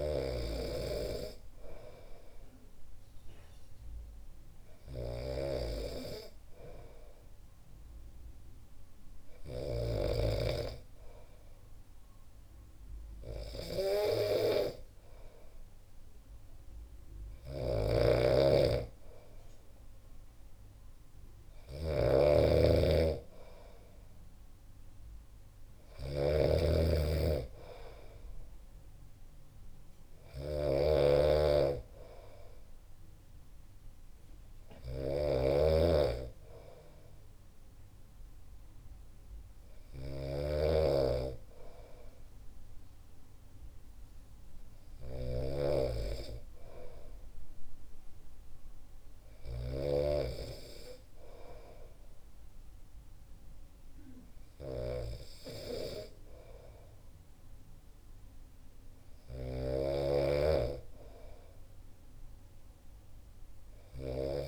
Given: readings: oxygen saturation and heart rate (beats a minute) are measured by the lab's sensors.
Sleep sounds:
breathing in sleep by a room microphone; none
0.00-10.00 s: snoring (device-marked)
17.50-50.00 s: snoring (device-marked)
59.50-64.48 s: snoring (device-marked)
From the record:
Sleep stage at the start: N2 (light sleep); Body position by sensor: on the back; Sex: male

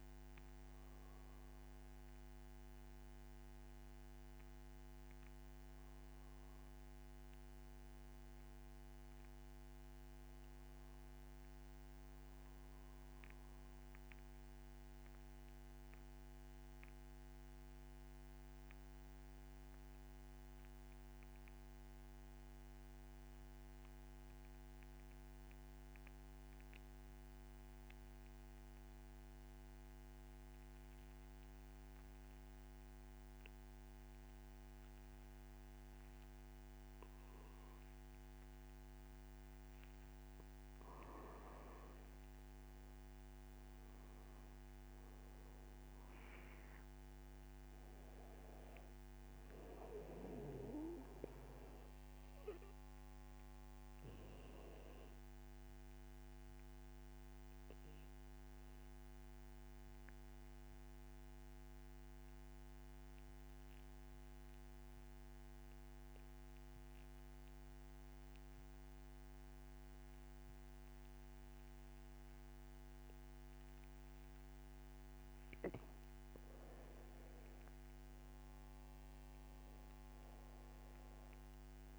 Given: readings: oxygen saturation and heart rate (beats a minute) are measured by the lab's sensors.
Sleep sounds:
breathing in sleep, hard to hear, by a microphone on the trachea; 2
0.00-13.00 s: oxygen desaturation (device-marked, oxygen 87% lowest)
14.00-38.00 s: obstructive apnea (oxygen 96% before, 88% lowest)
34.00-64.00 s: oxygen desaturation (device-marked, oxygen 96% before, 88% lowest)
42.00-46.00 s: arousal
57.50-75.50 s: obstructive apnea (oxygen 96% before, 88% lowest, heart rate 50 before, 36 extreme, up 2 after)
76.00-81.99 s: oxygen desaturation (device-marked, oxygen 97% before, 89% lowest, heart rate 68 before, 36 extreme)
77.50-81.00 s: arousal
From the record:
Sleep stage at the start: N2 (light sleep); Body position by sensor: on the back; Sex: male

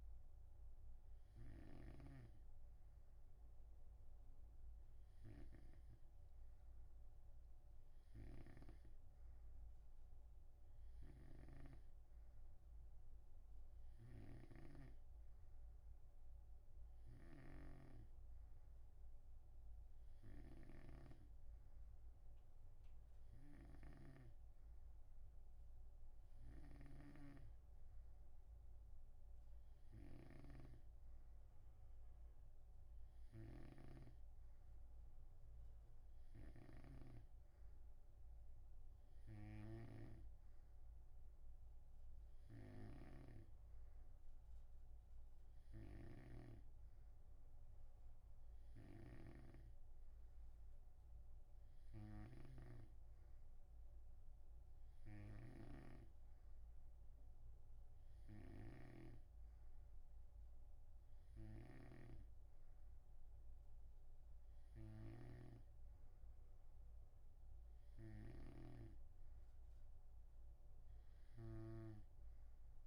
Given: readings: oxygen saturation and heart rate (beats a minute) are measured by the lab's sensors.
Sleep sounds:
breathing in sleep by a room microphone; none
0.00-2.00 s: snoring (device-marked)
11.50-62.50 s: snoring (device-marked)
68.50-72.87 s: snoring (device-marked)
From the record:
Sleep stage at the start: N2 (light sleep); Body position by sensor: on the right side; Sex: male

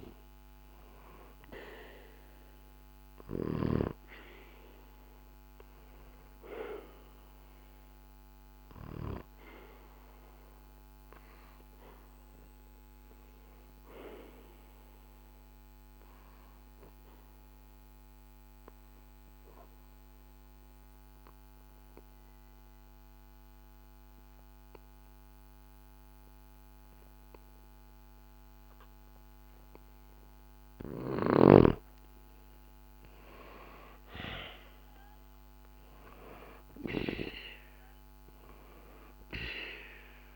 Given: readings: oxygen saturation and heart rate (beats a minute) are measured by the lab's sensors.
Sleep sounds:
breathing in sleep by a microphone on the trachea; 1
1.50-30.00 s: obstructive apnea (oxygen 98% before, 91% lowest, heart rate 66 before, 64 extreme, up 0 after)
2.00-21.00 s: oxygen desaturation (device-marked, oxygen 97% before, 91% lowest, heart rate 66 before, 64 extreme)
31.00-37.00 s: snoring (device-marked)
32.00-36.50 s: arousal
38.00-40.36 s: oxygen desaturation (device-marked, oxygen 98% before, 92% lowest, heart rate 66 before, 64 extreme)
From the record:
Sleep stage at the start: N2 (light sleep); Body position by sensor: on the back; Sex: male

